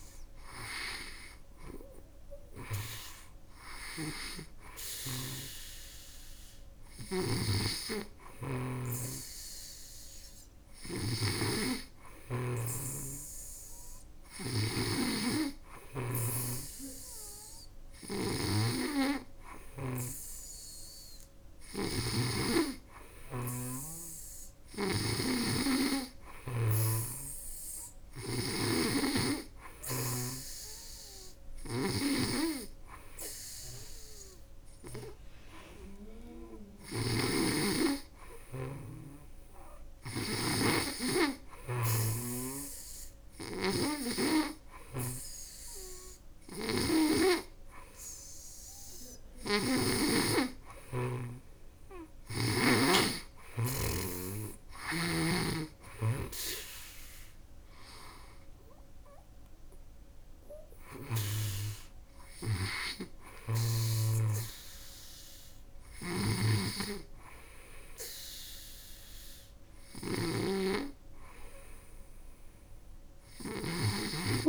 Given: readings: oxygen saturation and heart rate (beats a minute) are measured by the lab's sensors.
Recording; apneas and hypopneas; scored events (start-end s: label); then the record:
breathing in sleep by a room microphone; none
4.50-49.50 s: snoring (device-marked)
65.50-74.49 s: snoring (device-marked)
From the record:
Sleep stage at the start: N2 (light sleep); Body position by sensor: on the back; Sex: female